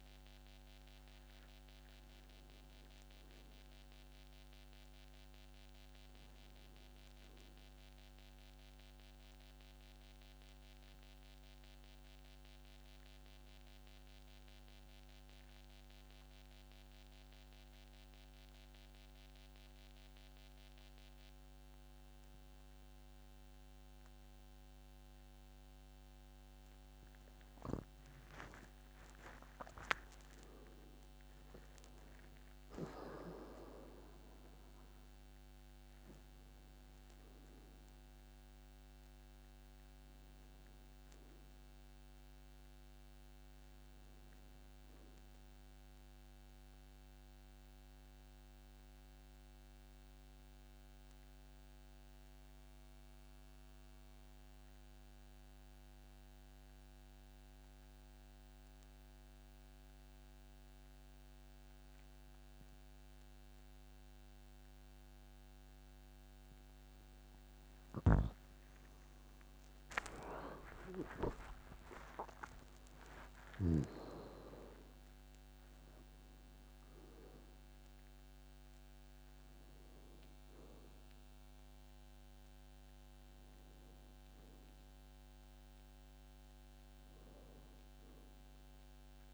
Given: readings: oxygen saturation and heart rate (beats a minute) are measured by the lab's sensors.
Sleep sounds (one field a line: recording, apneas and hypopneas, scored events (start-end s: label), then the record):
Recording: breathing in sleep by a microphone on the trachea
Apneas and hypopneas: 2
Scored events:
0.00-16.50 s: oxygen desaturation (device-marked, oxygen 89% lowest, heart rate 51 extreme)
9.00-26.00 s: mixed apnea (oxygen 95% before, 89% lowest, heart rate 65 before, 51 extreme, up 15 after)
29.00-33.00 s: arousal
33.50-58.50 s: oxygen desaturation (device-marked, oxygen 98% before, 92% lowest, heart rate 55 before, 52 extreme)
46.50-66.50 s: central apnea (oxygen 98% before, 92% lowest, heart rate 59 before, 52 extreme, up 32 after)
69.00-73.50 s: arousal
70.50-72.50 s: long interval between heartbeats (device-marked, heart rate 57 before, 72 extreme)
73.50-89.34 s: oxygen desaturation (device-marked, oxygen 99% before, 92% lowest, heart rate 61 before, 52 extreme)
From the record:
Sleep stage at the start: N2 (light sleep)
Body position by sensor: on the back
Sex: male